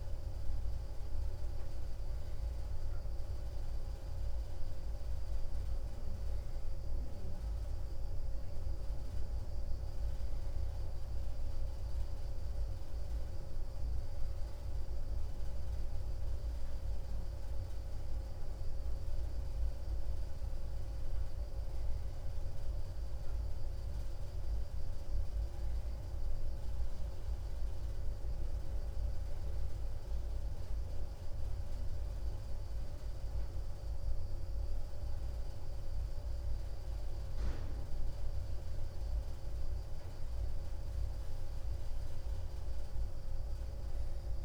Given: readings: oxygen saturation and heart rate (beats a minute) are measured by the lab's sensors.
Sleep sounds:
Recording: breathing in sleep, hard to hear, by a room microphone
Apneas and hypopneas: none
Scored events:
none scored
From the record:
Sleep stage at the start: N2 (light sleep)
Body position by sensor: on the right side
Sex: male

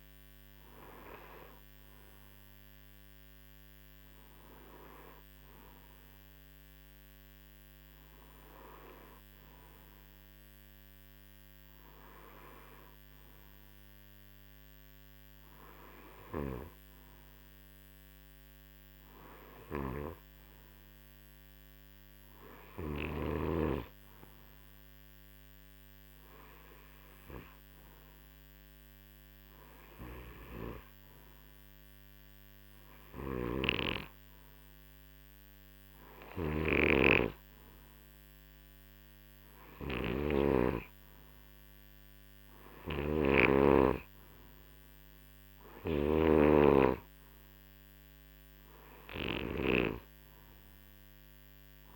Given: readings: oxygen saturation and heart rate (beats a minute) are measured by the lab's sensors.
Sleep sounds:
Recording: breathing in sleep by a microphone on the trachea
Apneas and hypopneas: 1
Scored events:
0.00-7.50 s: oxygen desaturation (device-marked, oxygen 92% lowest, heart rate 55 extreme)
16.00-23.00 s: snoring (device-marked)
26.50-39.50 s: hypopnea (oxygen 95% before, 91% lowest, heart rate 60 before, 52 extreme, up 11 after)
33.00-51.96 s: snoring (device-marked)
41.50-45.00 s: arousal
From the record:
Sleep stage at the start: N2 (light sleep)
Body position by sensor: on the right side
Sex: male

